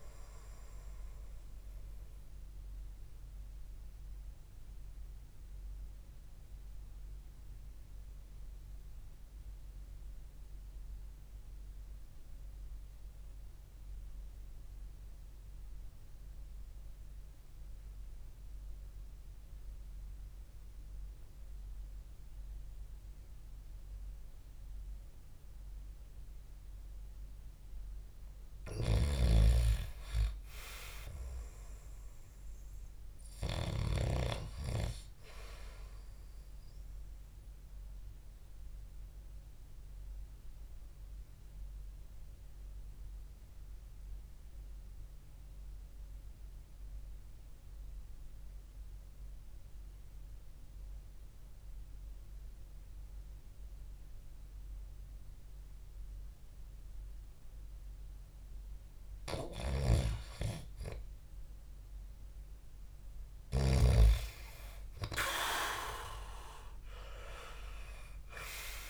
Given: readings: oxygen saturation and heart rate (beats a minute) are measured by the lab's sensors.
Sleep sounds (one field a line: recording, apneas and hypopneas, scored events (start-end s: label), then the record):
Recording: breathing in sleep by a room microphone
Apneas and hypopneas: 2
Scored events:
0.00-10.50 s: oxygen desaturation (device-marked, oxygen 92% lowest, heart rate 51 extreme)
3.00-27.50 s: obstructive apnea (oxygen 98% before, 92% lowest, heart rate 58 before, 44 extreme)
29.50-33.00 s: arousal
37.50-58.00 s: obstructive apnea (oxygen 99% before, 94% lowest, heart rate 55 before, 51 extreme, up 1 after)
59.50-64.00 s: snoring (device-marked)
60.50-65.00 s: arousal
64.50-68.90 s: oxygen desaturation (device-marked, oxygen 98% before, 94% lowest, heart rate 58 before, 52 extreme)
From the record:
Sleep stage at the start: REM sleep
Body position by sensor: on the back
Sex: male